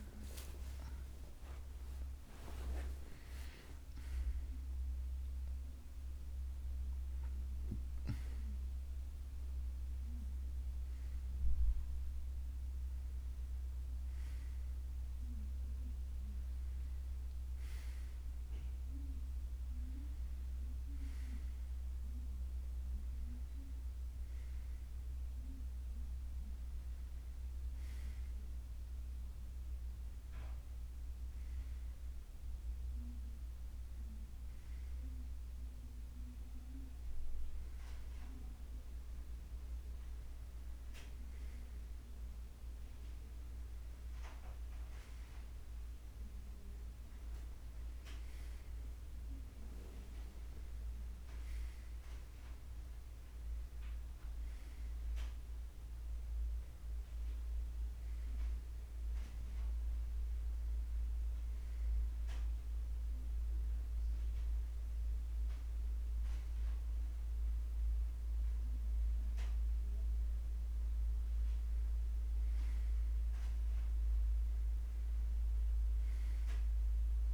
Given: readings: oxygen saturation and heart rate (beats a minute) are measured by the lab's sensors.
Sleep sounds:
breathing in sleep by a room microphone; none
none scored
From the record:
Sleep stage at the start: N1 (lightest sleep); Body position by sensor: on the back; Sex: male

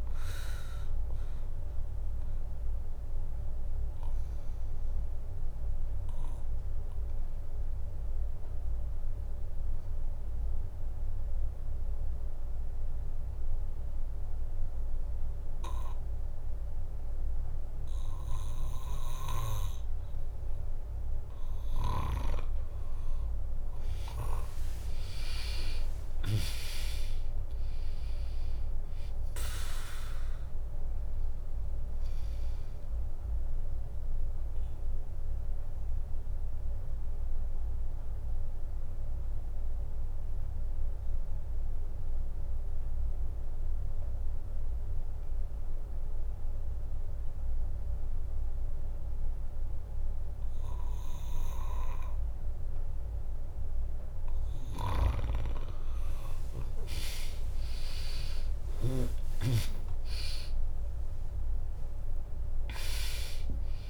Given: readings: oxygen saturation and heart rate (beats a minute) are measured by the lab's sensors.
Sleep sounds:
breathing in sleep by a room microphone; 2
0.00-5.50 s: drop in pulse transit time (device-marked, heart rate 61 extreme)
0.00-17.50 s: oxygen desaturation (device-marked, oxygen 95% lowest, heart rate 58 extreme)
3.00-21.50 s: obstructive apnea (oxygen 99% before, 95% lowest, heart rate 65 before, 58 extreme, up 3 after)
24.50-35.50 s: drop in pulse transit time (device-marked, heart rate 70 before, 60 extreme)
25.00-29.50 s: arousal
35.00-54.50 s: obstructive apnea (oxygen 100% before, 95% lowest, heart rate 65 before, 60 extreme, up 2 after)
57.00-62.00 s: arousal
58.50-63.90 s: drop in pulse transit time (device-marked, heart rate 68 before, 62 extreme)
62.50-63.90 s: oxygen desaturation (device-marked, oxygen 99% before, 95% lowest, heart rate 67 before, 59 extreme)
From the record:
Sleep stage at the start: N2 (light sleep); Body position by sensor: on the back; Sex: female

